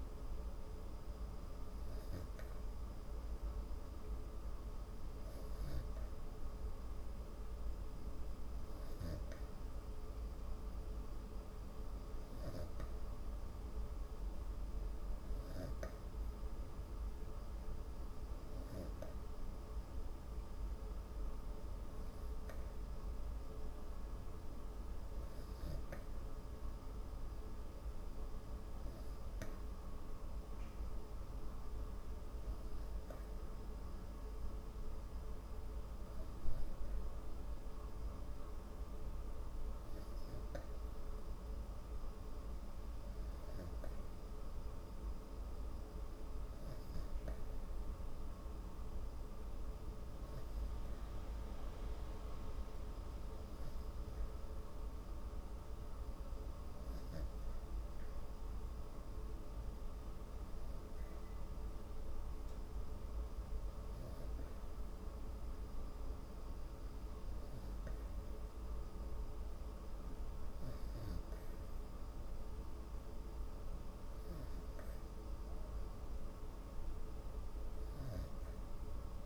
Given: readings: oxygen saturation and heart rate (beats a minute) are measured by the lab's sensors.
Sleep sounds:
breathing in sleep, hard to hear, by a room microphone; none
none scored
From the record:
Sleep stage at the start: N3 (deep sleep); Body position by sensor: on the back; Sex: female

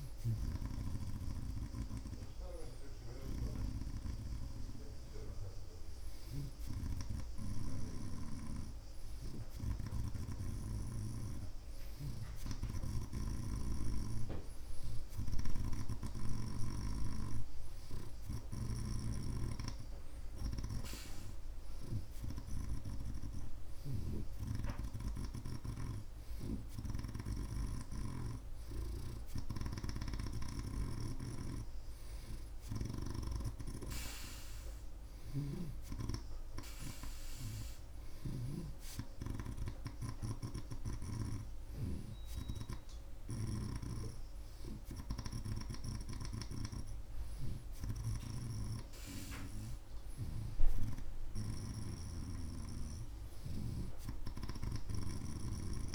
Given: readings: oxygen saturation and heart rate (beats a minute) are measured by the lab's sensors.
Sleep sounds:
breathing in sleep by a room microphone; none
10.00-16.50 s: snoring (device-marked)
18.50-24.00 s: snoring (device-marked)
23.00-55.95 s: new sleep stage, REM sleep
26.00-42.00 s: snoring (device-marked)
48.00-55.95 s: snoring (device-marked)
From the record:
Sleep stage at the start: N2 (light sleep); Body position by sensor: on the right side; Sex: male

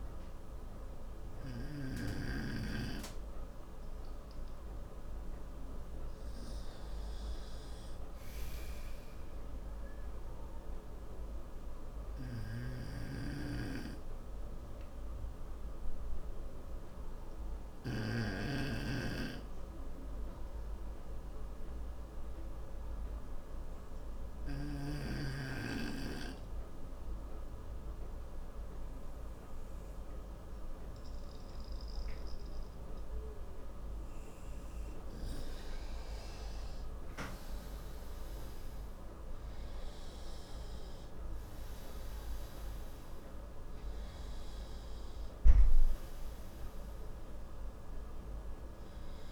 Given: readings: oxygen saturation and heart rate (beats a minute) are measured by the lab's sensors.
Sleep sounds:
breathing in sleep by a room microphone; 1
0.00-2.50 s: snoring (device-marked)
2.50-22.50 s: oxygen desaturation (device-marked, oxygen 96% before, 90% lowest, heart rate 68 before, 66 extreme)
11.00-33.50 s: obstructive apnea (oxygen 96% before, 90% lowest, heart rate 68 before, 63 extreme, up 6 after)
13.00-18.50 s: snoring (device-marked)
37.50-41.00 s: arousal
From the record:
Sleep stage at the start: N2 (light sleep); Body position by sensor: on the right side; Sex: male

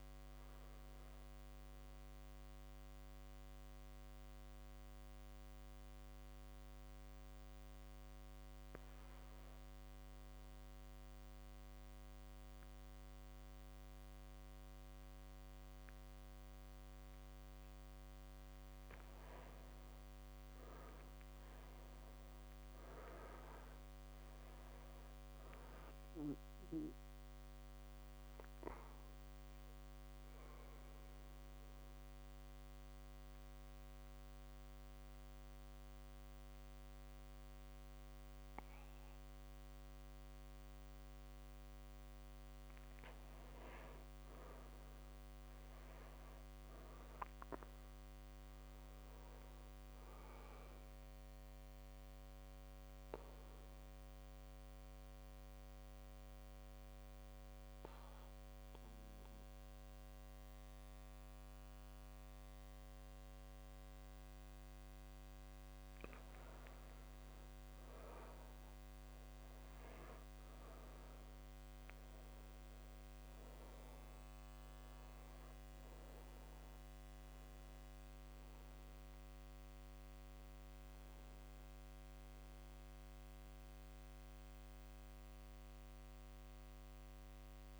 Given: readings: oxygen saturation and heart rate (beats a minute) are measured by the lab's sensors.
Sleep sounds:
breathing in sleep, hard to hear, by a microphone on the trachea; 3
2.00-18.00 s: mixed apnea (oxygen 100% before, 94% lowest)
19.50-23.50 s: arousal
27.50-42.50 s: central apnea (oxygen 100% before, 94% lowest)
31.00-48.00 s: oxygen desaturation (device-marked, oxygen 98% before, 94% lowest)
44.50-47.50 s: arousal
49.00-65.50 s: central apnea (oxygen 98% before, 95% lowest)
69.00-73.50 s: arousal
From the record:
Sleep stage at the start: N2 (light sleep); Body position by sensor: on the back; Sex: male

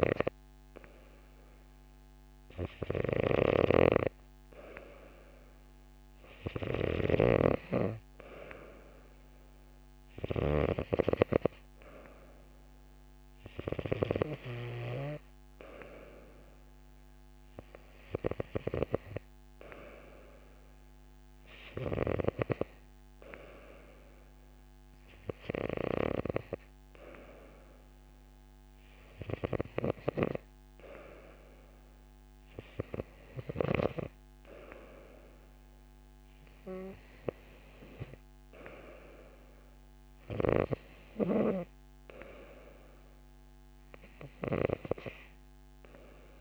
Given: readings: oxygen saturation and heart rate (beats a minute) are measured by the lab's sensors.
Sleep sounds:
breathing in sleep by a microphone on the trachea; none
none scored
From the record:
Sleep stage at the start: N2 (light sleep); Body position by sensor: on the right side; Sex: female

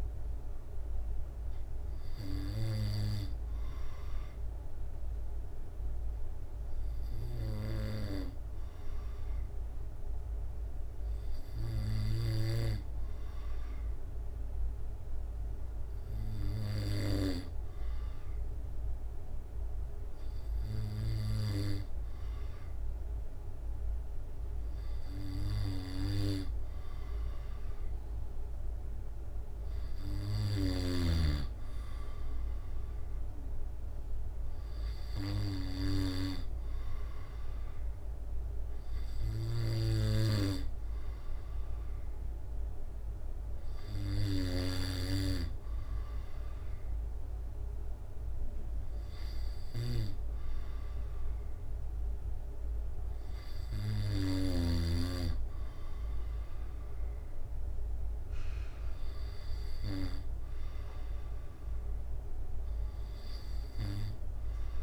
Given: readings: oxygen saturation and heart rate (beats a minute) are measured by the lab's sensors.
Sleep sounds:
breathing in sleep by a room microphone; 1
3.50-18.50 s: hypopnea (oxygen 96% before, 93% lowest, heart rate 69 before, 66 extreme, up 1 after)
22.50-25.50 s: arousal
From the record:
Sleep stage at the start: N2 (light sleep); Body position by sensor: on the back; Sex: male

